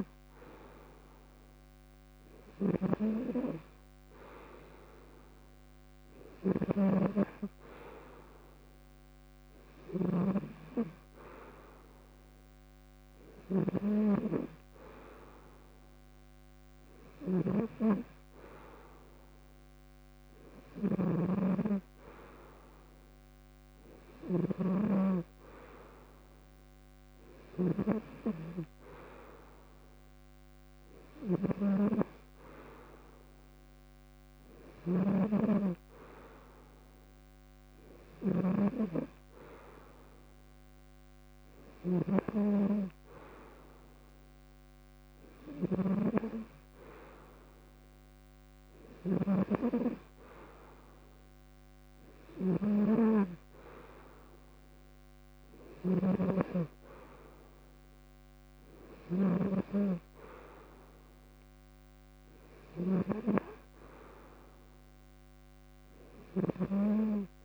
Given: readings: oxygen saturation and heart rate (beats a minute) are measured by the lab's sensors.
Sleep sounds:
breathing in sleep by a microphone on the trachea; none
6.00-62.50 s: snoring (device-marked)
From the record:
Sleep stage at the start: N2 (light sleep); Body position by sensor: on the front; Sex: male

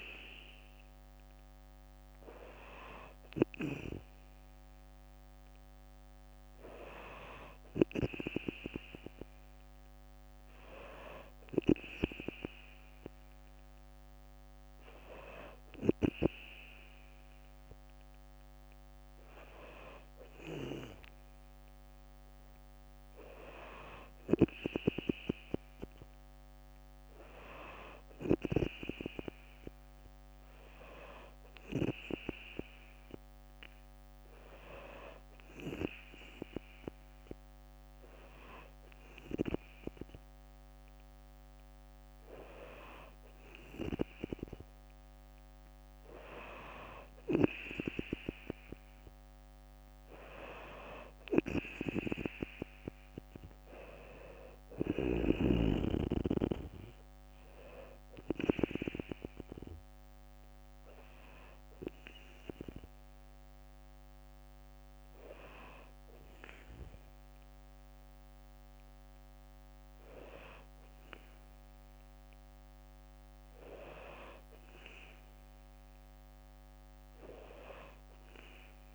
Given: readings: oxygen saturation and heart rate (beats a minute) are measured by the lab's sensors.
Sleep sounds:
breathing in sleep by a microphone on the trachea; none
52.00-64.00 s: drop in pulse transit time (device-marked, heart rate 63 before, 62 extreme)
From the record:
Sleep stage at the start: N2 (light sleep); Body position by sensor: on the back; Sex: female

